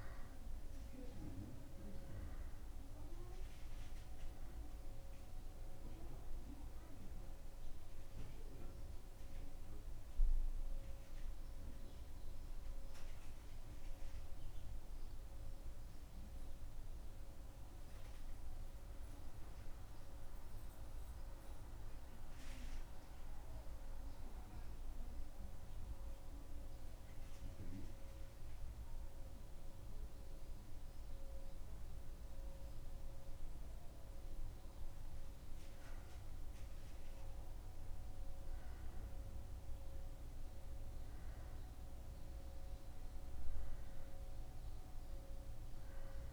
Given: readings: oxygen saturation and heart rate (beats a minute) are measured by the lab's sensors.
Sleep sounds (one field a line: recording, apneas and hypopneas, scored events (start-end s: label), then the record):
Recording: breathing in sleep, hard to hear, by a room microphone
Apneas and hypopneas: 1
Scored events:
12.50-33.00 s: central apnea (oxygen 96% before, 92% lowest, heart rate 77 before, 74 extreme, up 1 after)
33.00-46.33 s: new sleep stage, N1 (lightest sleep)
33.50-36.50 s: arousal
34.00-46.33 s: oxygen desaturation (device-marked, oxygen 95% before, 92% lowest, heart rate 76 before, 74 extreme)
From the record:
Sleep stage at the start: N2 (light sleep)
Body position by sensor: on the back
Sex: male